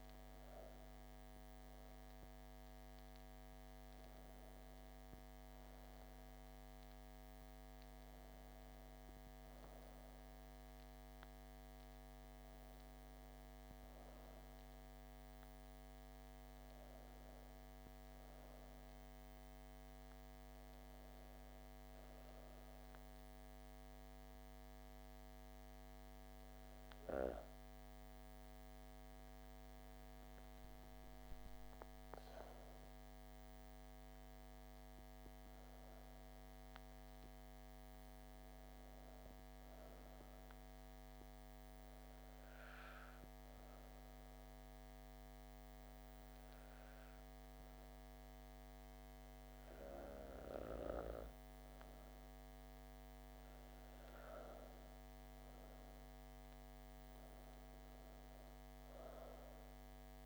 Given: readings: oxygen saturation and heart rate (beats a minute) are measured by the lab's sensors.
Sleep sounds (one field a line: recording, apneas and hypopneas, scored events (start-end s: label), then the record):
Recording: breathing in sleep, hard to hear, by a microphone on the trachea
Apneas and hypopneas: 1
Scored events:
30.00-34.50 s: arousal
40.00-52.50 s: mixed apnea (oxygen 97% before, 95% lowest, heart rate 67 before, 60 extreme, up 7 after)
From the record:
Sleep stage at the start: N2 (light sleep)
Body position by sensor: on the back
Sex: female